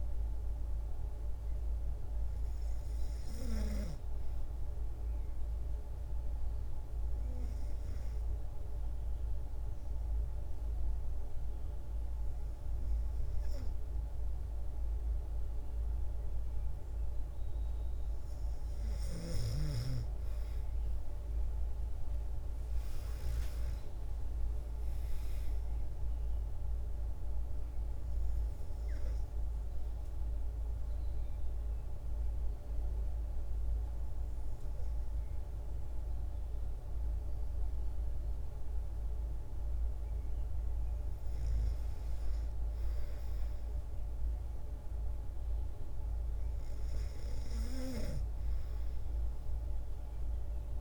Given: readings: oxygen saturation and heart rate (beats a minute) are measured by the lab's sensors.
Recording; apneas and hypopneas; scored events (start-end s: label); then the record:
breathing in sleep by a room microphone; 2
4.50-16.50 s: obstructive apnea (oxygen 96% before, 92% lowest, heart rate 123 before, 36 extreme)
21.00-25.00 s: arousal
24.00-43.00 s: oxygen desaturation (device-marked, oxygen 97% before, 92% lowest, heart rate 154 before, 36 extreme)
28.50-39.50 s: mixed apnea (oxygen 97% before, 92% lowest, heart rate 163 before, 36 extreme)
43.00-47.50 s: arousal
49.00-50.81 s: oxygen desaturation (device-marked, oxygen 97% before, 94% lowest, heart rate 94 before, 54 extreme)
From the record:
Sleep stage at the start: N2 (light sleep); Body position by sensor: on the back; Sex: female